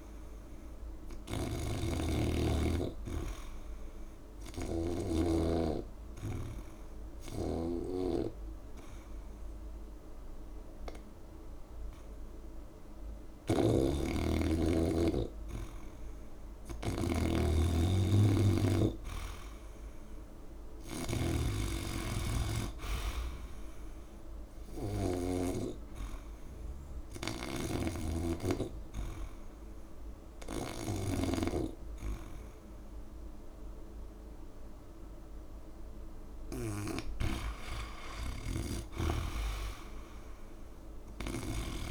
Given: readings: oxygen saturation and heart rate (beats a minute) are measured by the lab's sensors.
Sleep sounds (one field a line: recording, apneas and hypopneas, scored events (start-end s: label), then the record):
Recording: breathing in sleep by a room microphone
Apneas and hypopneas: 2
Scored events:
0.00-25.00 s: snoring (device-marked)
2.50-14.50 s: oxygen desaturation (device-marked, oxygen 93% before, 89% lowest, heart rate 67 before, 68 extreme)
3.00-14.00 s: hypopnea (oxygen 95% before, 88% lowest, heart rate 67 before, 68 extreme, up 3 after)
16.00-19.00 s: arousal
22.50-39.50 s: oxygen desaturation (device-marked, oxygen 94% before, 88% lowest, heart rate 68 before, 57 extreme)
25.50-35.50 s: hypopnea (oxygen 94% before, 87% lowest, heart rate 70 before, 57 extreme, up 1 after)
27.00-30.50 s: snoring (device-marked)
37.00-41.91 s: snoring (device-marked)
38.50-40.50 s: long interval between heartbeats (device-marked, heart rate 70 before, 59 extreme)
40.50-41.91 s: arousal
From the record:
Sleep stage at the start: N2 (light sleep)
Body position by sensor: on the back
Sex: male